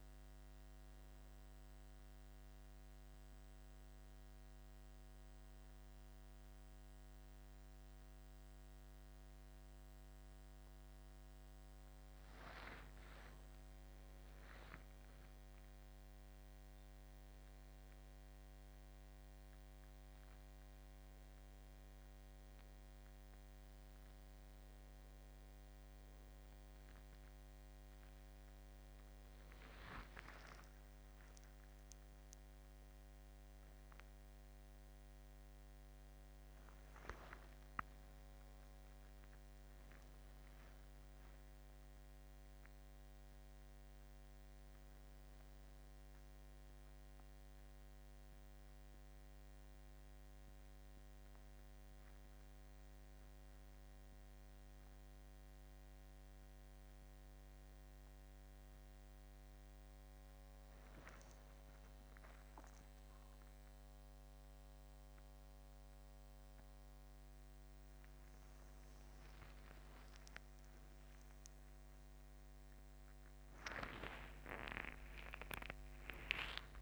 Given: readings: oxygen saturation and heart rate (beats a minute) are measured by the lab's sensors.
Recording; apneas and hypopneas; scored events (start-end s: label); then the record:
breathing in sleep by a microphone on the trachea; 1
1.50-12.50 s: hypopnea (oxygen 98% before, 92% lowest, heart rate 77 before, 76 extreme, up 5 after)
9.50-38.50 s: oxygen desaturation (device-marked, oxygen 98% before, 92% lowest, heart rate 75 before, 76 extreme)
14.50-18.00 s: arousal
74.00-76.82 s: arousal
From the record:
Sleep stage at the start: N2 (light sleep); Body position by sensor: on the back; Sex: male